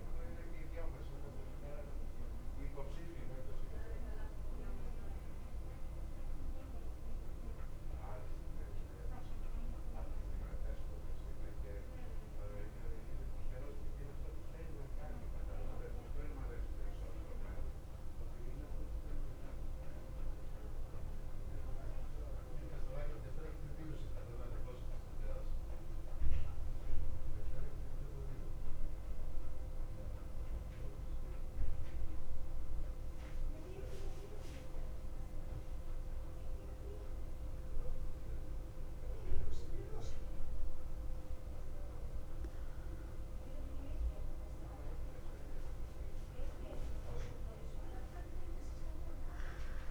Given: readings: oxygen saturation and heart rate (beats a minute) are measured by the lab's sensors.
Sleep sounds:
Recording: breathing in sleep, hard to hear, by a room microphone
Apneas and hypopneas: 1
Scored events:
0.00-22.50 s: oxygen desaturation (device-marked, oxygen 91% lowest, heart rate 53 extreme)
15.00-41.00 s: central apnea (oxygen 97% before, 91% lowest, heart rate 58 before, 53 extreme, up 2 after)
44.50-49.50 s: arousal
From the record:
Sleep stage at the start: N1 (lightest sleep)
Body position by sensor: on the back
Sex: male

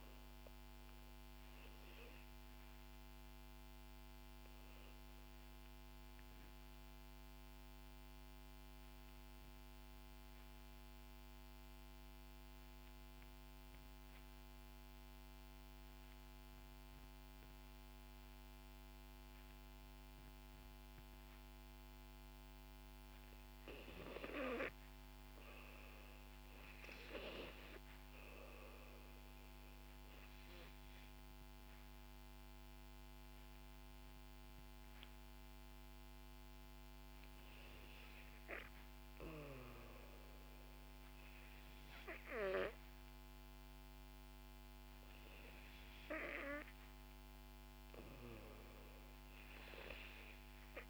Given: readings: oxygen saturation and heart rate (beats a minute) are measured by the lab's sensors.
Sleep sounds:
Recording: breathing in sleep by a microphone on the trachea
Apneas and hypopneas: 1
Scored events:
0.00-14.00 s: oxygen desaturation (device-marked, oxygen 84% lowest, heart rate 61 extreme)
2.50-22.00 s: obstructive apnea (oxygen 96% before, 83% lowest, heart rate 69 before, 61 extreme, up 4 after)
24.00-28.00 s: arousal
29.00-50.90 s: oxygen desaturation (device-marked, oxygen 97% before, 87% lowest, heart rate 64 before, 61 extreme)
36.50-38.50 s: long interval between heartbeats (device-marked, heart rate 66 before, 65 extreme)
From the record:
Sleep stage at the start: REM sleep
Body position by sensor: on the back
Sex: female

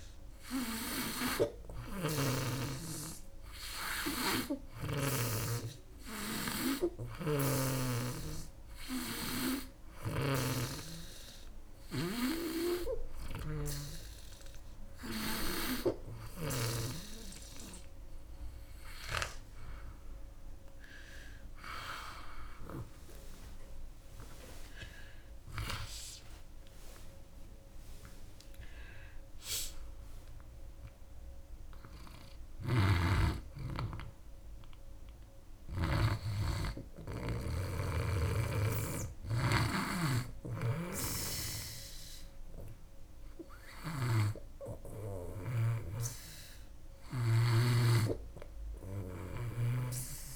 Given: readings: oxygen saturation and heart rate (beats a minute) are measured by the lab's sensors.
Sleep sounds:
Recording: breathing in sleep by a room microphone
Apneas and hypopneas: none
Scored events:
0.00-5.00 s: snoring (device-marked)
9.50-16.50 s: snoring (device-marked)
32.00-35.50 s: snoring (device-marked)
40.00-47.00 s: snoring (device-marked)
49.00-50.35 s: snoring (device-marked)
From the record:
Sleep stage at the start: N2 (light sleep)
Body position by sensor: on the back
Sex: female

